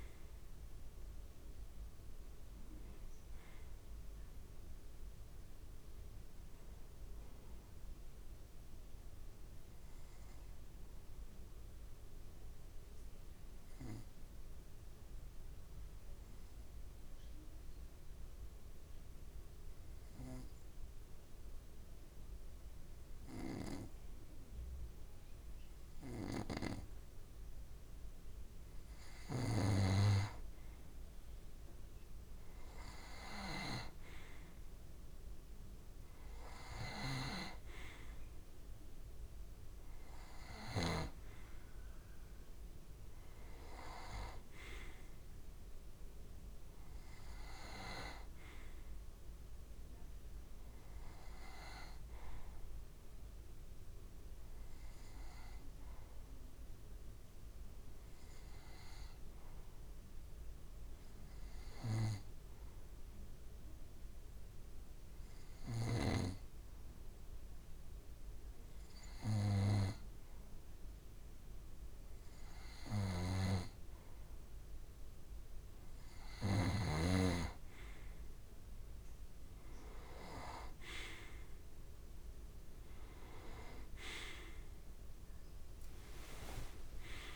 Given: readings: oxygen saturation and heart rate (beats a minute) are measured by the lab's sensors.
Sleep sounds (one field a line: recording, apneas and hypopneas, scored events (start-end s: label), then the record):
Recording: breathing in sleep by a room microphone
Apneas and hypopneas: 2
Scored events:
0.00-1.50 s: oxygen desaturation (device-marked, oxygen 89% lowest)
10.00-28.50 s: obstructive apnea (oxygen 96% before, 89% lowest)
28.50-53.50 s: oxygen desaturation (device-marked, oxygen 96% before, 89% lowest)
29.00-41.00 s: snoring (device-marked)
30.50-34.50 s: arousal
57.50-73.00 s: obstructive apnea (oxygen 94% before, 90% lowest)
79.50-87.36 s: oxygen desaturation (device-marked, oxygen 94% before, 90% lowest)
81.00-85.00 s: arousal
From the record:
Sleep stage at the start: N2 (light sleep)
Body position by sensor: on the right side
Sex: male